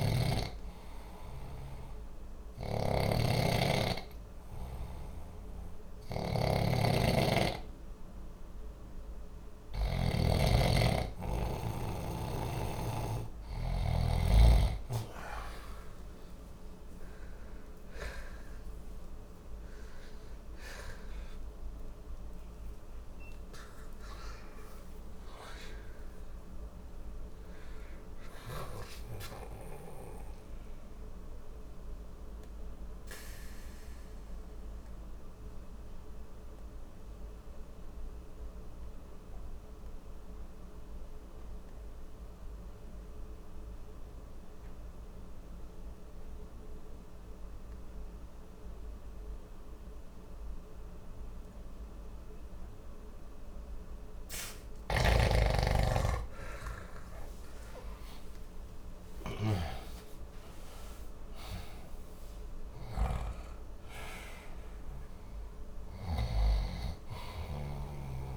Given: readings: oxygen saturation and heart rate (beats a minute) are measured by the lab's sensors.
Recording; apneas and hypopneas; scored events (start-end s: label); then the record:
breathing in sleep by a room microphone; 1
0.00-10.00 s: snoring (device-marked)
12.00-16.50 s: snoring (device-marked)
19.50-26.00 s: arousal
31.50-53.50 s: obstructive apnea (oxygen 94% before, 91% lowest, heart rate 78 before, 59 extreme, up 48 after)
55.50-59.50 s: arousal
65.50-68.37 s: snoring (device-marked)
From the record:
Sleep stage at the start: N2 (light sleep); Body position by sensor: on the back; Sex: male